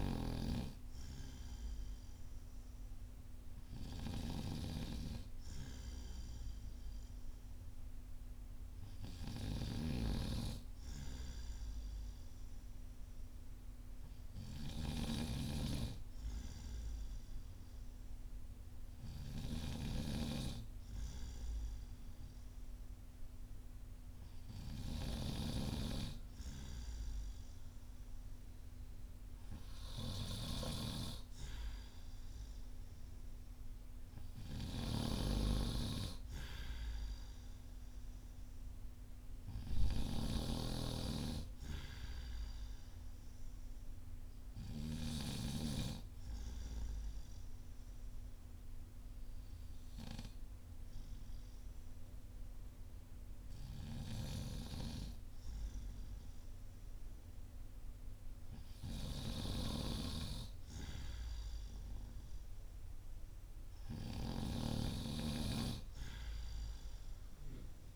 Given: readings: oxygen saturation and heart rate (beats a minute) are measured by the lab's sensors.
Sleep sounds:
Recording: breathing in sleep by a room microphone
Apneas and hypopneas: none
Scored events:
34.00-45.00 s: snoring (device-marked)
64.50-67.95 s: snoring (device-marked)
From the record:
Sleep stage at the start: N2 (light sleep)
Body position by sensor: on the back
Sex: male

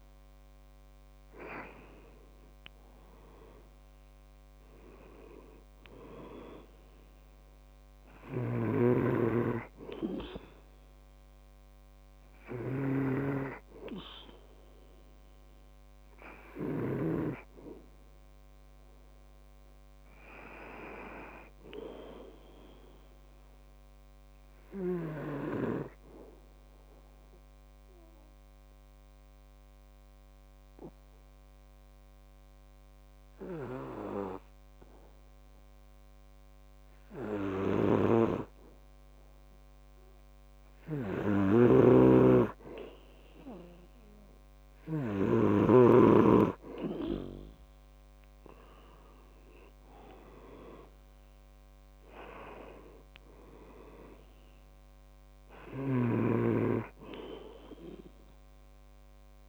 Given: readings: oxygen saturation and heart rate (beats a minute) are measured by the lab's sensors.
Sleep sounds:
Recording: breathing in sleep by a microphone on the trachea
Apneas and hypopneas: 1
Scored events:
0.00-14.00 s: oxygen desaturation (device-marked, oxygen 94% lowest, heart rate 61 extreme)
8.50-17.50 s: snoring (device-marked)
26.50-39.00 s: obstructive apnea (oxygen 97% before, 91% lowest, heart rate 71 before, 62 extreme, up 8 after)
38.00-45.50 s: snoring (device-marked)
42.00-59.48 s: oxygen desaturation (device-marked, oxygen 97% before, 91% lowest, heart rate 66 before, 66 extreme)
42.50-46.50 s: arousal
56.00-59.48 s: snoring (device-marked)
From the record:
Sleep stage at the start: N2 (light sleep)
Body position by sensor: on the back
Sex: male

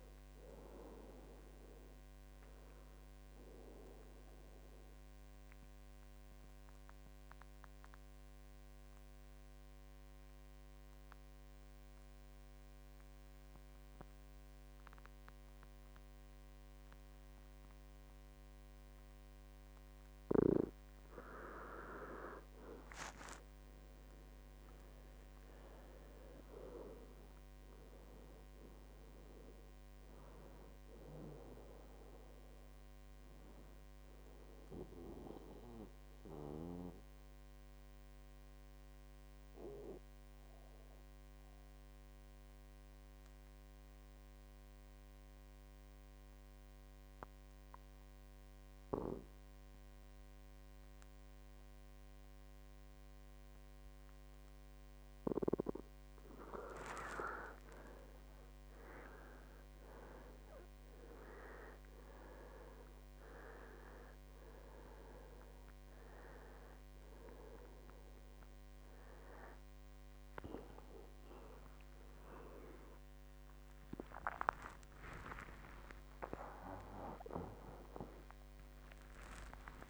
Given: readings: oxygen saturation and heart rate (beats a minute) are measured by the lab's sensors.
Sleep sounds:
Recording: a person partly awake in a sleep study, by a microphone on the trachea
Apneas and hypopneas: 2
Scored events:
4.00-19.50 s: obstructive apnea (oxygen 98% before, 93% lowest, heart rate 72 before, 58 extreme, up 17 after)
22.50-25.50 s: arousal
30.00-49.00 s: oxygen desaturation (device-marked, oxygen 97% before, 93% lowest, heart rate 64 before, 58 extreme)
34.00-56.00 s: mixed apnea (oxygen 97% before, 93% lowest, heart rate 66 before, 58 extreme, up 16 after)
57.00-79.90 s: new sleep stage, awake
68.00-79.90 s: oxygen desaturation (device-marked, oxygen 97% before, 93% lowest, heart rate 68 before, 70 extreme)
75.50-77.50 s: long interval between heartbeats (device-marked, heart rate 72 before, 84 extreme)
From the record:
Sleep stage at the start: N2 (light sleep)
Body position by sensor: on the back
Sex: male

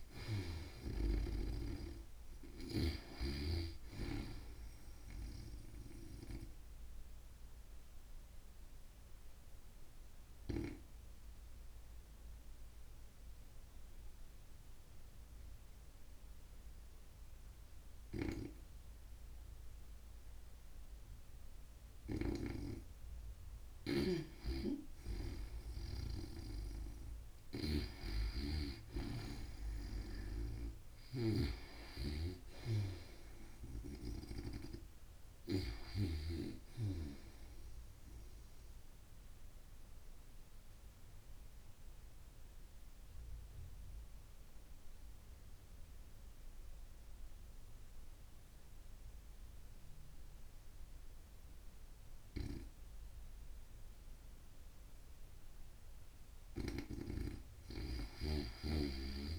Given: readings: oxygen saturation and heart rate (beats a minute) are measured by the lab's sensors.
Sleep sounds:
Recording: breathing in sleep by a room microphone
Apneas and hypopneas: 2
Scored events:
0.00-2.50 s: snoring (device-marked)
0.00-5.50 s: oxygen desaturation (device-marked, oxygen 90% lowest, heart rate 55 extreme)
6.50-21.50 s: obstructive apnea (oxygen 94% before, 88% lowest, heart rate 76 before, 65 extreme, up 20 after)
23.00-36.00 s: snoring (device-marked)
24.50-29.00 s: arousal
30.50-55.50 s: oxygen desaturation (device-marked, oxygen 95% before, 88% lowest, heart rate 93 before, 73 extreme)
38.00-55.00 s: obstructive apnea (oxygen 95% before, 88% lowest, heart rate 89 before, 73 extreme)
57.50-59.39 s: snoring (device-marked)
From the record:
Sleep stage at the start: N2 (light sleep)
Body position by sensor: on the back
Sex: female

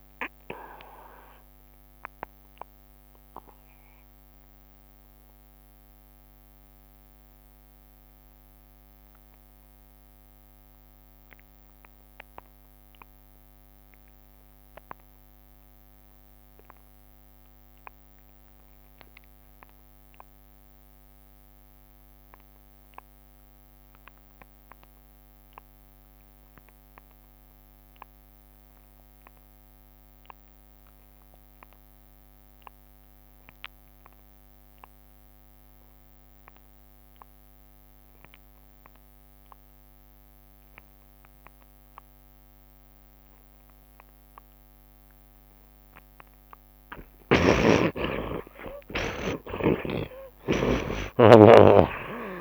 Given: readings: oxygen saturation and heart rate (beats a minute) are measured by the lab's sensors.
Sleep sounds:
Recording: breathing in sleep by a microphone on the trachea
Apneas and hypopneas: 1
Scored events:
0.00-16.50 s: oxygen desaturation (device-marked, oxygen 52% lowest, heart rate 63 extreme)
0.50-2.50 s: long interval between heartbeats (device-marked, heart rate 87 before, 92 extreme)
1.00-47.50 s: obstructive apnea (oxygen 90% before, 45% lowest, heart rate 87 before, 56 extreme, up 32 after)
3.00-5.00 s: long interval between heartbeats (device-marked, heart rate 91 before, 89 extreme)
7.50-9.50 s: long interval between heartbeats (device-marked, heart rate 91 before, 78 extreme)
14.50-16.50 s: long interval between heartbeats (device-marked, heart rate 91 before, 92 extreme)
19.50-21.50 s: long interval between heartbeats (device-marked, heart rate 85 before, 85 extreme)
28.50-52.41 s: oxygen desaturation (device-marked, oxygen 67% before, 45% lowest, heart rate 85 before, 56 extreme)
45.50-49.50 s: tachycardia (device-marked, heart rate 80 before, 109 extreme)
48.00-50.00 s: long interval between heartbeats (device-marked, heart rate 77 before, 94 extreme)
48.50-52.41 s: arousal
50.00-52.41 s: snoring (device-marked)
51.00-52.41 s: long interval between heartbeats (device-marked, heart rate 81 before, 107 extreme)
From the record:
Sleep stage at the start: N2 (light sleep)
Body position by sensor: on the right side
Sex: male

